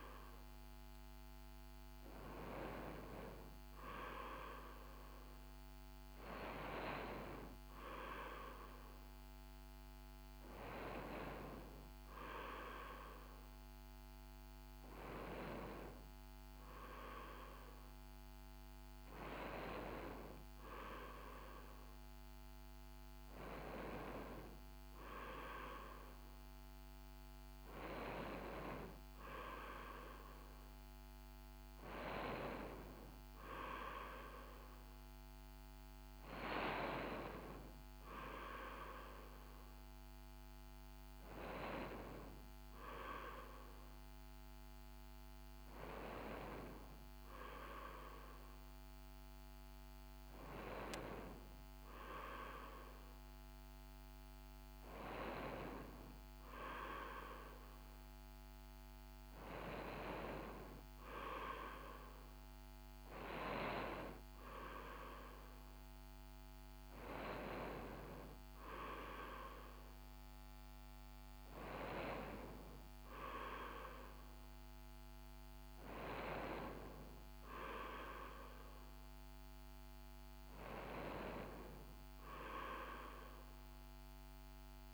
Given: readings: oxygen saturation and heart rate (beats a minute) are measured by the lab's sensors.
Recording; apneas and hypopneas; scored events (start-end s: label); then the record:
breathing in sleep by a microphone on the trachea; none
none scored
From the record:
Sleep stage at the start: N3 (deep sleep); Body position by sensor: on the right side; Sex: female